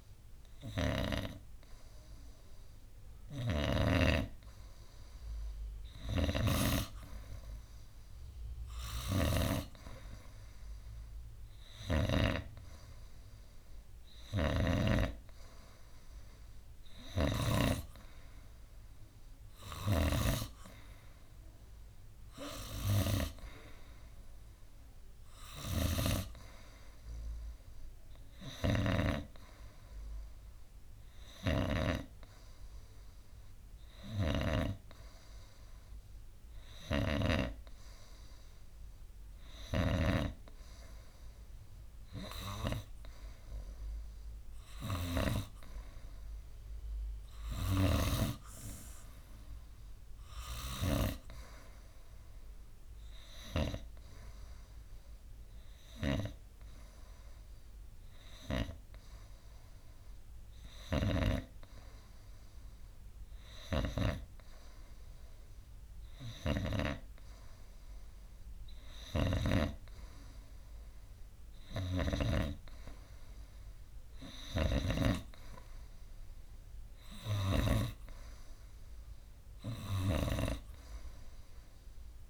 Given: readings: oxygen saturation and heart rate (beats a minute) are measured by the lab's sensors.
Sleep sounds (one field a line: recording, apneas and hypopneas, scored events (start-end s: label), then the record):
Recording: breathing in sleep by a room microphone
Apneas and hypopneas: none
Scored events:
0.00-1.50 s: snoring (device-marked)
0.00-15.00 s: oxygen desaturation (device-marked, oxygen 93% lowest, heart rate 63 extreme)
3.50-7.00 s: snoring (device-marked)
9.00-12.50 s: snoring (device-marked)
14.50-18.00 s: snoring (device-marked)
20.00-26.50 s: snoring (device-marked)
28.50-35.00 s: snoring (device-marked)
37.00-48.50 s: snoring (device-marked)
From the record:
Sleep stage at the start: N2 (light sleep)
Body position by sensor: on the right side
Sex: male